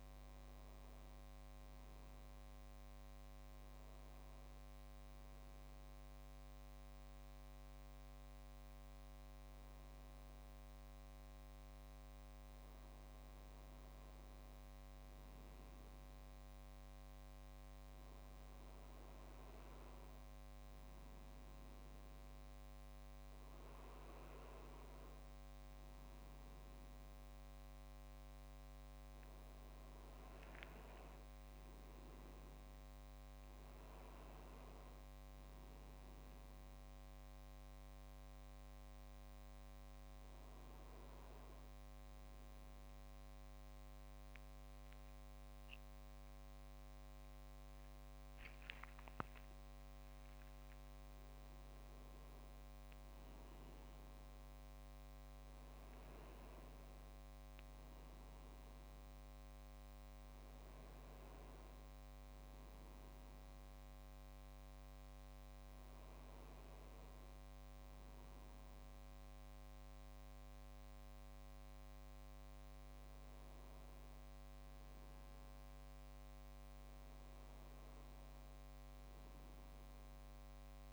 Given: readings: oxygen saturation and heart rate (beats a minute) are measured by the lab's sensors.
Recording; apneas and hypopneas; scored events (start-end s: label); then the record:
a person partly awake in a sleep study, hard to hear, by a microphone on the trachea; none
22.50-52.50 s: new sleep stage, awake
29.50-32.50 s: leg movement (device-marked)
52.50-80.93 s: new sleep stage, N1 (lightest sleep)
From the record:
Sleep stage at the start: N1 (lightest sleep); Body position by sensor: on the back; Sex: male